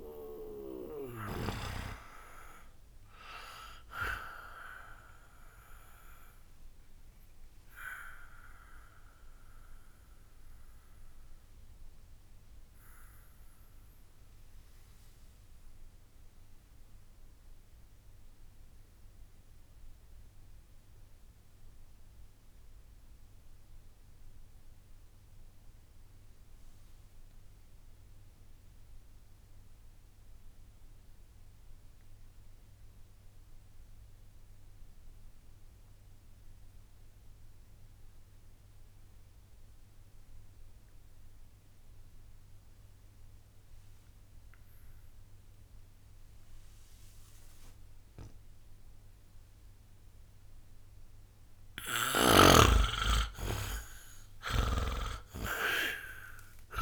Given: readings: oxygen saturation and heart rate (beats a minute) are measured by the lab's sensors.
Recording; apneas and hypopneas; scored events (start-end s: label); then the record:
breathing in sleep by a room microphone; 1
0.00-24.00 s: oxygen desaturation (device-marked, oxygen 80% lowest, heart rate 60 extreme)
7.00-51.00 s: obstructive apnea (oxygen 94% before, 74% lowest)
43.00-56.82 s: oxygen desaturation (device-marked, oxygen 99% before, 74% lowest)
55.00-56.82 s: new sleep stage, awake
From the record:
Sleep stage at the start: N2 (light sleep); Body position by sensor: on the back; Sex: male